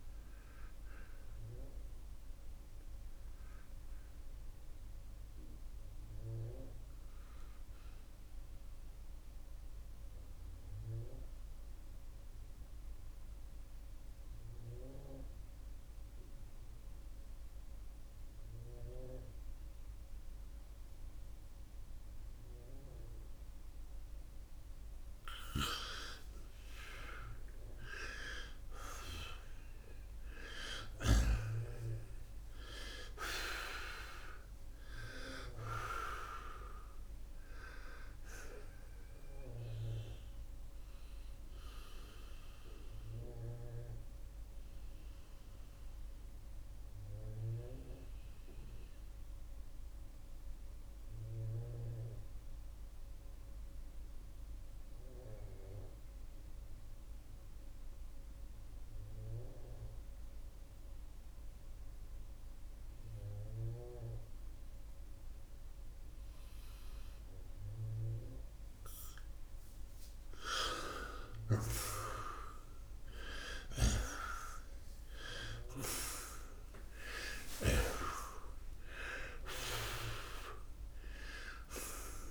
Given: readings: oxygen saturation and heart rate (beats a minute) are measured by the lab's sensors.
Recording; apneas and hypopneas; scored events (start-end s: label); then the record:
breathing in sleep by a room microphone; 2
6.00-24.50 s: obstructive apnea (oxygen 93% before, 82% lowest, heart rate 99 before, 66 extreme, up 23 after)
13.00-32.00 s: oxygen desaturation (device-marked, oxygen 92% before, 82% lowest, heart rate 86 before, 66 extreme)
29.50-34.50 s: arousal
40.50-69.50 s: obstructive apnea (oxygen 95% before, 84% lowest, heart rate 82 before, 68 extreme, up 22 after)
51.00-70.00 s: oxygen desaturation (device-marked, oxygen 95% before, 88% lowest, heart rate 82 before, 68 extreme)
71.50-75.50 s: arousal
From the record:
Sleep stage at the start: N2 (light sleep); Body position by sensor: on the right side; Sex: male